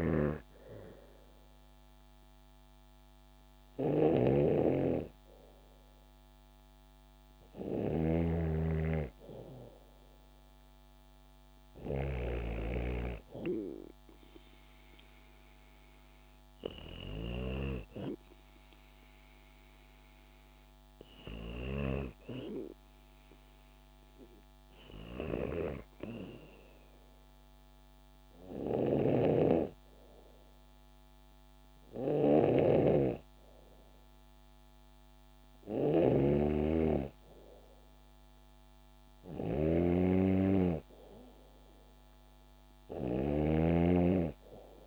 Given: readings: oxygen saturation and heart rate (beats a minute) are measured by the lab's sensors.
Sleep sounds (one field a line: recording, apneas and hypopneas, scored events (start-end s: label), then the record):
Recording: breathing in sleep by a microphone on the trachea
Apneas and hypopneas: none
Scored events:
0.00-21.50 s: snoring (device-marked)
28.00-44.87 s: snoring (device-marked)
From the record:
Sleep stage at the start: N2 (light sleep)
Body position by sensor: on the back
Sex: female